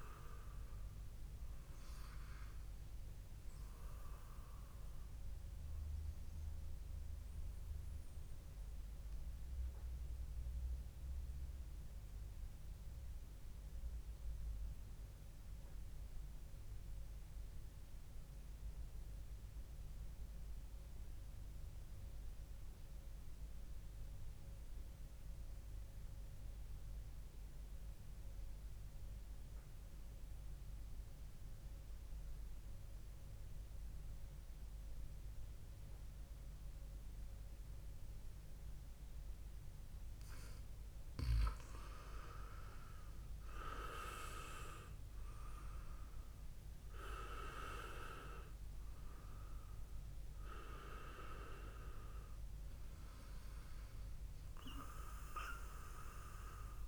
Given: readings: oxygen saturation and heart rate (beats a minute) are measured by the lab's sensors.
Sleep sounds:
breathing in sleep by a room microphone; 1
0.00-1.50 s: oxygen desaturation (device-marked, oxygen 93% lowest, heart rate 58 extreme)
7.00-41.00 s: mixed apnea (oxygen 97% before, 93% lowest, heart rate 60 before, 58 extreme, up 5 after)
42.00-46.00 s: arousal
44.50-56.88 s: oxygen desaturation (device-marked, oxygen 98% before, 94% lowest, heart rate 63 before, 59 extreme)
From the record:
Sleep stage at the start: N2 (light sleep); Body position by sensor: on the back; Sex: male

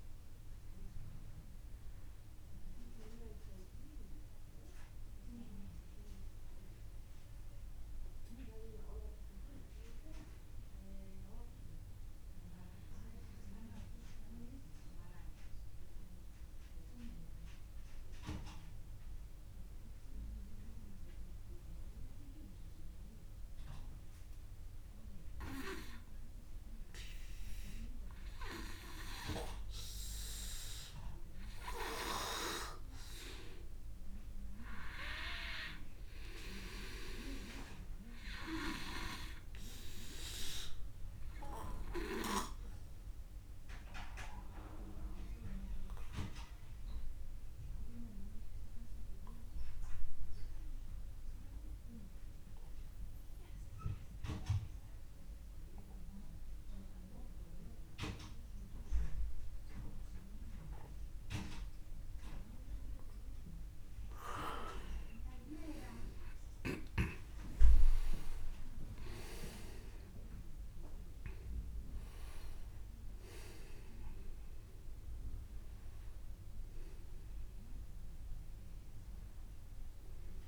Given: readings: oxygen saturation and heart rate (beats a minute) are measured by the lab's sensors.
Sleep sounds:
breathing in sleep by a room microphone; 2
11.50-25.50 s: obstructive apnea (oxygen 99% before, 93% lowest)
27.50-30.50 s: arousal
40.50-61.50 s: oxygen desaturation (device-marked, oxygen 97% before, 94% lowest, heart rate 52 before, 27 extreme)
42.00-63.00 s: obstructive apnea (oxygen 99% before, 92% lowest, heart rate 53 before, 27 extreme, up 24 after)
64.50-68.00 s: arousal
72.50-80.48 s: oxygen desaturation (device-marked, oxygen 98% before, 92% lowest)
From the record:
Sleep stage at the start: N2 (light sleep); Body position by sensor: on the back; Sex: male

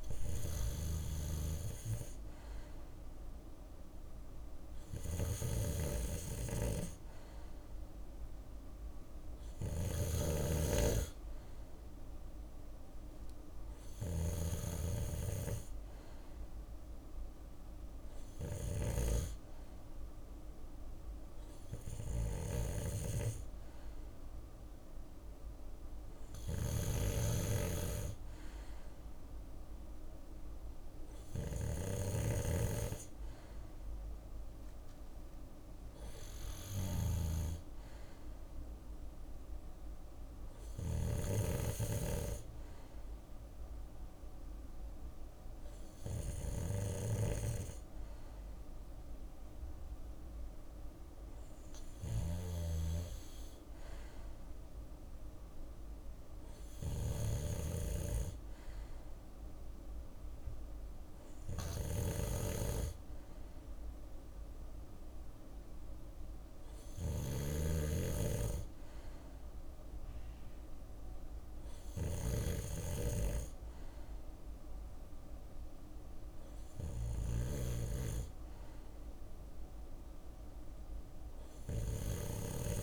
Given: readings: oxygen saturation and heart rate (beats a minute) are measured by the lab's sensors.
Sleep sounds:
breathing in sleep by a room microphone; none
0.00-21.00 s: drop in pulse transit time (device-marked, heart rate 60 extreme)
0.00-81.50 s: snoring (device-marked)
12.50-14.50 s: long interval between heartbeats (device-marked, heart rate 64 before, 79 extreme)
42.00-44.00 s: long interval between heartbeats (device-marked, heart rate 65 before, 79 extreme)
48.00-50.00 s: long interval between heartbeats (device-marked, heart rate 70 before, 71 extreme)
52.00-64.00 s: drop in pulse transit time (device-marked, heart rate 71 before, 59 extreme)
52.50-54.50 s: long interval between heartbeats (device-marked, heart rate 71 before, 80 extreme)
63.50-65.50 s: long interval between heartbeats (device-marked, heart rate 72 before, 88 extreme)
67.50-69.50 s: long interval between heartbeats (device-marked, heart rate 75 before, 93 extreme)
From the record:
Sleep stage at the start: N2 (light sleep); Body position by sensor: on the left side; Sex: male

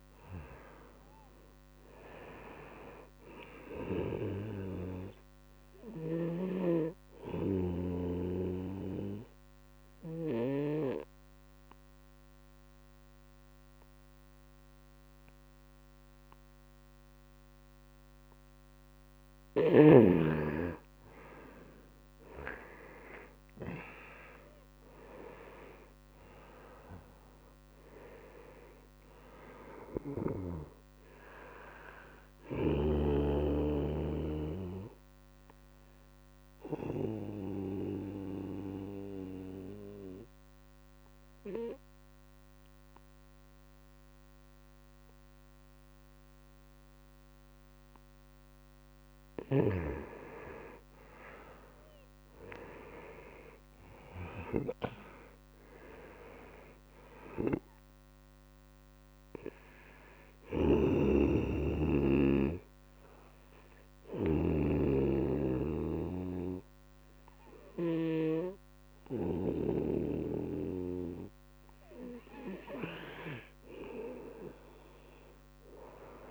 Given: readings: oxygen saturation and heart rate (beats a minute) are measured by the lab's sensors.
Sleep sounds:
breathing in sleep by a microphone on the trachea; 3
0.00-1.50 s: arousal
5.00-19.00 s: obstructive apnea (oxygen 97% before, 90% lowest, heart rate 72 before, 69 extreme, up 2 after)
10.00-20.00 s: oxygen desaturation (device-marked, oxygen 97% before, 92% lowest, heart rate 72 before, 69 extreme)
21.50-25.50 s: arousal
27.00-52.00 s: oxygen desaturation (device-marked, oxygen 96% before, 90% lowest, heart rate 71 before, 68 extreme)
32.50-48.50 s: obstructive apnea (oxygen 97% before, 90% lowest, heart rate 71 before, 68 extreme, up 5 after)
51.50-56.00 s: arousal
60.00-67.50 s: snoring (device-marked)
60.50-71.50 s: obstructive apnea (oxygen 97% before, 91% lowest, heart rate 70 before, 69 extreme, up 0 after)
67.00-76.31 s: oxygen desaturation (device-marked, oxygen 97% before, 91% lowest, heart rate 71 before, 67 extreme)
From the record:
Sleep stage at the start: N2 (light sleep); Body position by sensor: on the right side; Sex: male

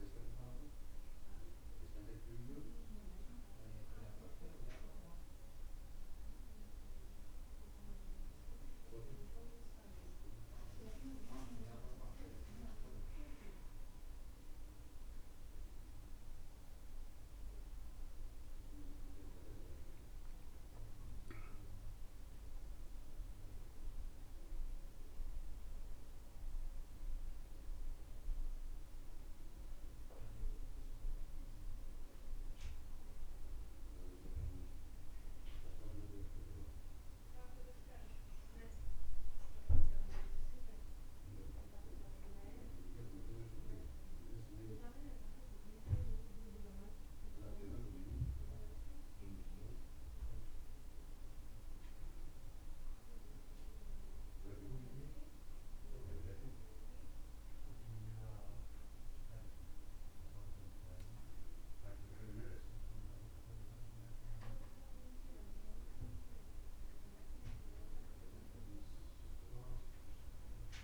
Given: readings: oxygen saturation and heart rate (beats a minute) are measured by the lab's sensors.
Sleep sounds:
a person partly awake in a sleep study, by a room microphone; none
34.00-70.84 s: new sleep stage, N1 (lightest sleep)
From the record:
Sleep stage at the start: awake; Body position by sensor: on the back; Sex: male

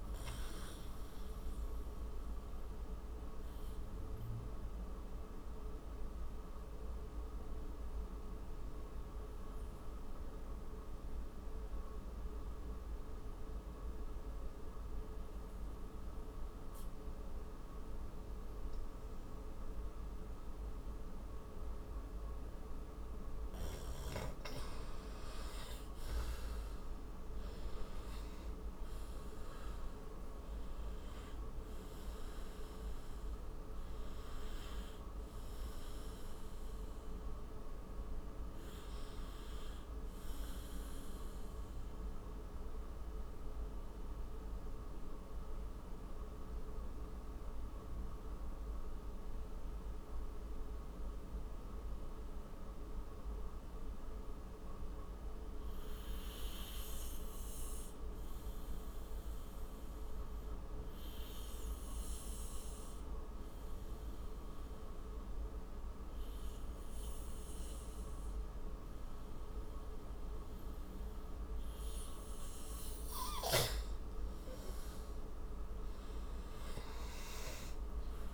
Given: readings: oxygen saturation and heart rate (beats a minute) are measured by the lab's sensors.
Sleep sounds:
breathing in sleep, hard to hear, by a room microphone; 2
2.50-23.50 s: obstructive apnea (oxygen 98% before, 85% lowest)
19.50-52.50 s: oxygen desaturation (device-marked, oxygen 96% before, 85% lowest)
26.00-29.00 s: arousal
41.00-73.00 s: mixed apnea (oxygen 96% before, 85% lowest)
59.50-78.34 s: oxygen desaturation (device-marked, oxygen 99% before, 87% lowest)
76.00-78.34 s: arousal
From the record:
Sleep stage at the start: N2 (light sleep); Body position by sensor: on the right side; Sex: male

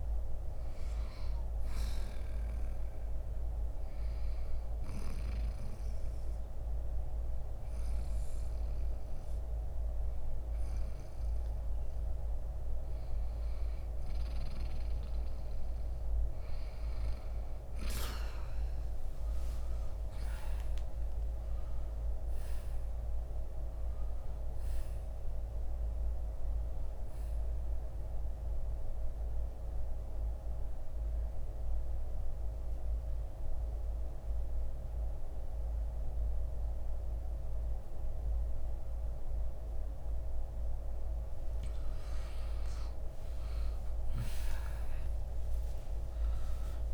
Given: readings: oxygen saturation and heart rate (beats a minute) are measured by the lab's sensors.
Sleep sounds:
breathing in sleep, hard to hear, by a room microphone; 2
0.00-4.00 s: oxygen desaturation (device-marked, oxygen 87% lowest, heart rate 57 extreme)
4.50-14.50 s: hypopnea (oxygen 95% before, 86% lowest, heart rate 67 before, 57 extreme, up 1 after)
18.50-23.00 s: arousal
26.00-46.94 s: oxygen desaturation (device-marked, oxygen 93% before, 87% lowest, heart rate 63 before, 59 extreme)
31.00-41.50 s: central apnea (oxygen 94% before, 86% lowest, heart rate 64 before, 59 extreme, up 11 after)
44.00-46.94 s: arousal
From the record:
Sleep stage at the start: N2 (light sleep); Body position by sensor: on the right side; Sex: male

